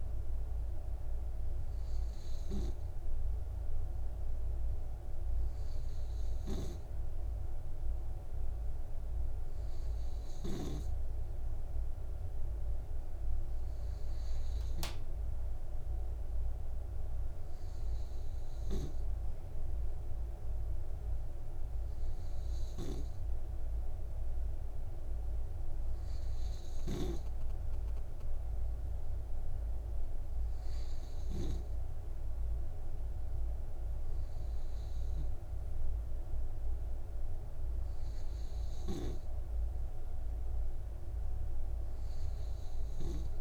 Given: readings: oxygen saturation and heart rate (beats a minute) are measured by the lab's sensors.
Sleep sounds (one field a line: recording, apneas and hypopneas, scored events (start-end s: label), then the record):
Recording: breathing in sleep by a room microphone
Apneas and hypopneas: none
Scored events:
none scored
From the record:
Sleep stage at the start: N2 (light sleep)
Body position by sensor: on the right side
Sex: male